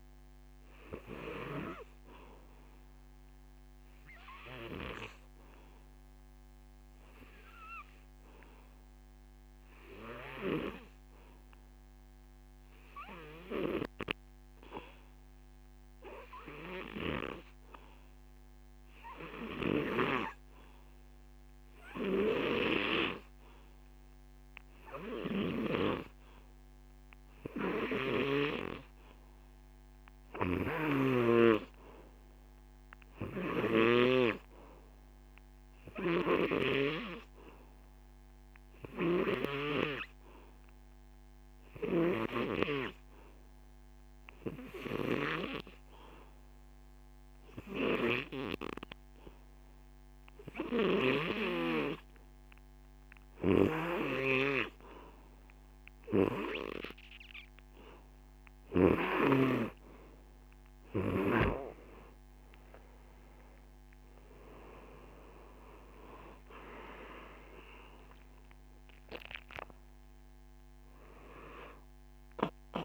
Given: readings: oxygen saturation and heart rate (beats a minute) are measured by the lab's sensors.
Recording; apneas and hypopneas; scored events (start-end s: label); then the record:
breathing in sleep by a microphone on the trachea; 2
0.00-14.00 s: oxygen desaturation (device-marked, oxygen 90% lowest, heart rate 76 extreme)
11.50-28.00 s: obstructive apnea (oxygen 97% before, 88% lowest, heart rate 82 before, 76 extreme, up 3 after)
26.00-51.00 s: oxygen desaturation (device-marked, oxygen 98% before, 91% lowest, heart rate 79 before, 78 extreme)
29.50-32.50 s: arousal
39.00-53.00 s: hypopnea (oxygen 98% before, 88% lowest, heart rate 78 before, 79 extreme, up 4 after)
55.00-58.00 s: arousal
59.00-72.85 s: oxygen desaturation (device-marked, oxygen 94% before, 88% lowest, heart rate 80 before, 86 extreme)
From the record:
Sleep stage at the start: N2 (light sleep); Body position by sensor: on the back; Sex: male